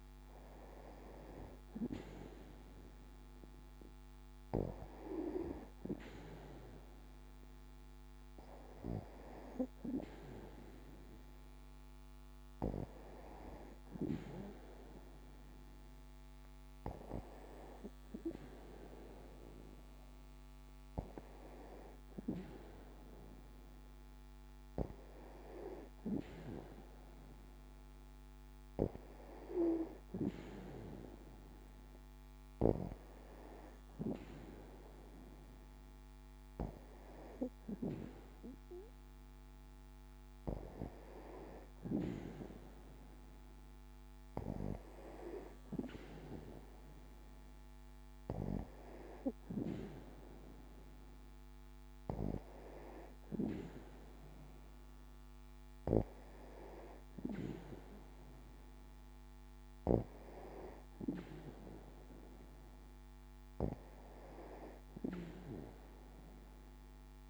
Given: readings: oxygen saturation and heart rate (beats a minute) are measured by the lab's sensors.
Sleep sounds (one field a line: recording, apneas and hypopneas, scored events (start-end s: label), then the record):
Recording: breathing in sleep by a microphone on the trachea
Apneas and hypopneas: none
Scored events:
20.50-26.00 s: arousal
From the record:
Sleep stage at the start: N2 (light sleep)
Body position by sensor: on the back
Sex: female